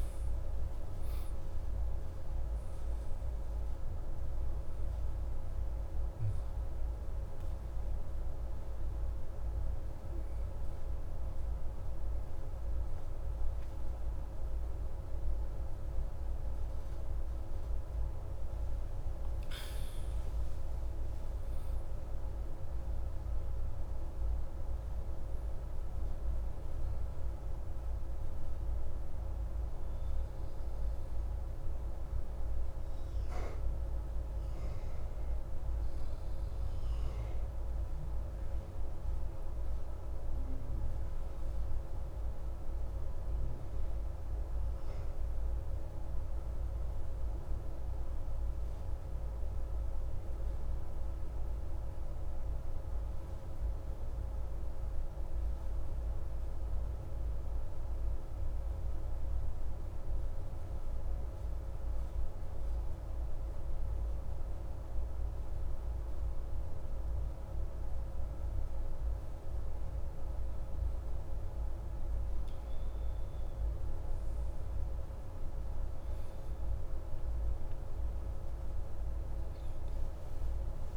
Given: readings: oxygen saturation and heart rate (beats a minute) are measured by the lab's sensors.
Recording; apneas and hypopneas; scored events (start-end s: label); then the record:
breathing in sleep, hard to hear, by a room microphone; 1
10.50-40.50 s: new sleep stage, N1 (lightest sleep)
19.00-23.50 s: arousal
38.50-70.50 s: obstructive apnea (oxygen 98% before, 94% lowest)
40.50-70.50 s: new sleep stage, N2 (light sleep)
70.50-80.97 s: new sleep stage, N1 (lightest sleep)
71.50-76.50 s: arousal
72.50-80.97 s: oxygen desaturation (device-marked, oxygen 97% before, 94% lowest)
From the record:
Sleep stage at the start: N2 (light sleep); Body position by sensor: on the back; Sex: male